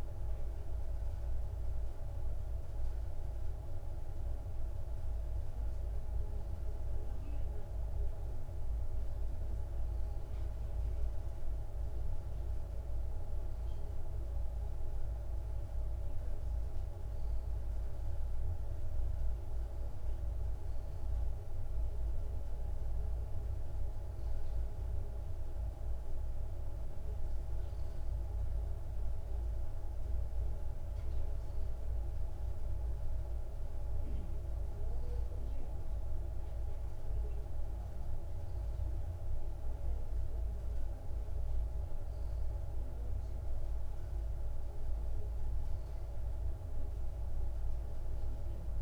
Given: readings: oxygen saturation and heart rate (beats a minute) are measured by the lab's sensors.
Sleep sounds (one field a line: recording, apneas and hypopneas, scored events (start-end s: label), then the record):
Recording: breathing in sleep, hard to hear, by a room microphone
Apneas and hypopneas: none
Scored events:
20.00-24.00 s: arousal
From the record:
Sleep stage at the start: N2 (light sleep)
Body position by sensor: on the back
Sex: male